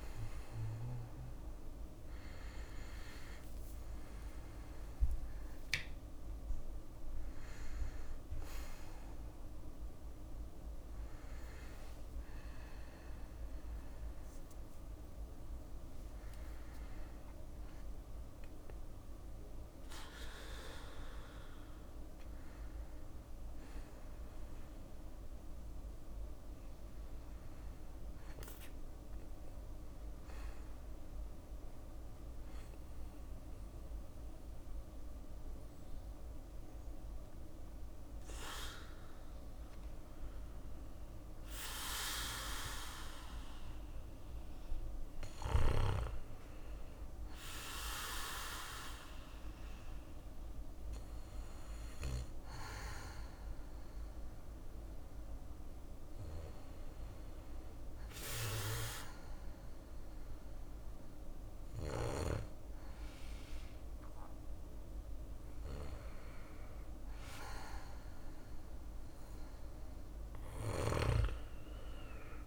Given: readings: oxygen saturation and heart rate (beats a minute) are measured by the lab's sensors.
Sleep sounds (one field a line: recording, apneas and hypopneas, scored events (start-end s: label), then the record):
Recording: a person partly awake in a sleep study, by a room microphone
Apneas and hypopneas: none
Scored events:
0.00-7.50 s: drop in pulse transit time (device-marked, heart rate 70 extreme)
23.50-72.47 s: new sleep stage, N2 (light sleep)
24.50-62.50 s: bradycardia (device-marked, heart rate 59 before, 56 extreme)
65.50-70.50 s: bradycardia (device-marked, heart rate 59 before, 59 extreme)
From the record:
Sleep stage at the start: awake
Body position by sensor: on the back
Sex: male